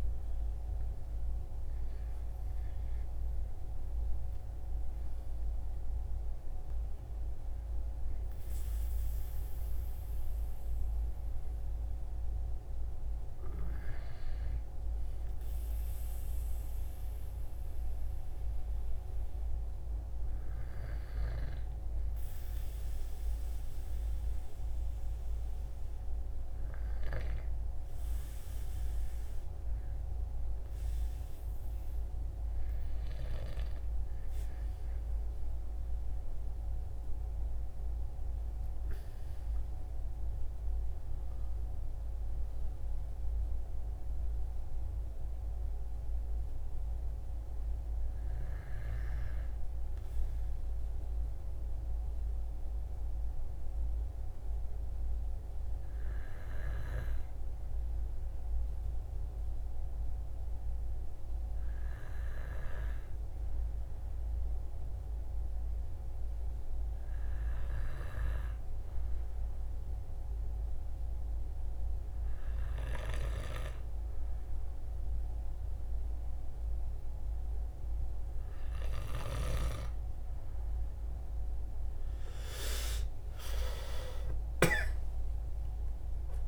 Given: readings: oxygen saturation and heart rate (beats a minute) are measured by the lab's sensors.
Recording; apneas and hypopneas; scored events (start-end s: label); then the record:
breathing in sleep by a room microphone; 1
34.00-38.50 s: arousal
59.00-76.00 s: hypopnea (oxygen 96% before, 93% lowest, heart rate 63 before, 57 extreme, up 11 after)
82.50-86.48 s: arousal
From the record:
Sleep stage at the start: N2 (light sleep); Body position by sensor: on the right side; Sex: male